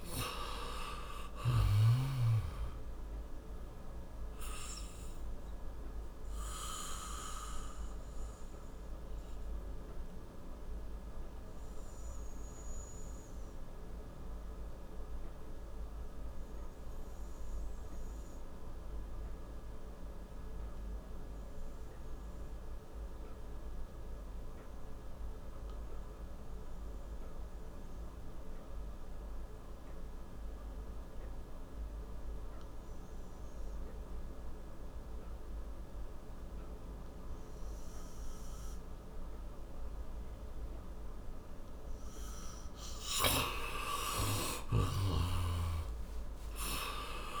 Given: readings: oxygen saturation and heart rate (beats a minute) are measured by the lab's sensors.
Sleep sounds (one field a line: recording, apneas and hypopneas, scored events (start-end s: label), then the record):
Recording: breathing in sleep by a room microphone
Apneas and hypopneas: 1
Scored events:
0.00-2.00 s: snoring (device-marked)
0.00-25.00 s: oxygen desaturation (device-marked, oxygen 88% lowest, heart rate 55 extreme)
7.00-40.50 s: obstructive apnea (oxygen 98% before, 88% lowest, heart rate 78 before, 55 extreme, up 30 after)
44.00-47.40 s: arousal
From the record:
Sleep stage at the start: N2 (light sleep)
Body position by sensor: on the back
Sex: male